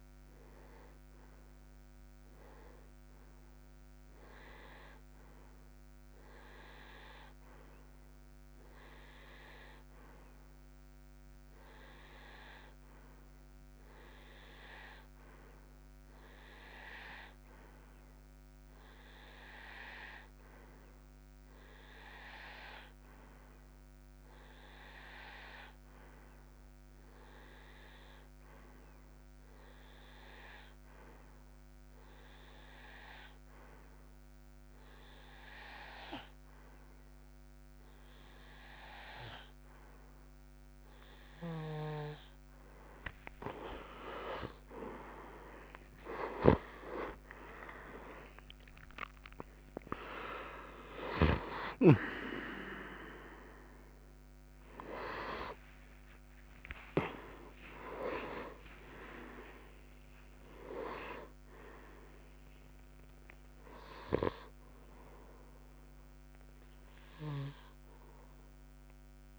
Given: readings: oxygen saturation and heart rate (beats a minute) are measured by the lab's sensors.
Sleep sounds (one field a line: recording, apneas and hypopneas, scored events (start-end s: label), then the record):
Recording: breathing in sleep by a microphone on the trachea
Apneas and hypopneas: 1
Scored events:
4.00-42.50 s: hypopnea (oxygen 93% before, 87% lowest)
42.50-69.39 s: new sleep stage, N2 (light sleep)
55.50-59.50 s: arousal
From the record:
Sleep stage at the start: REM sleep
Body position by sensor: on the right side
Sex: male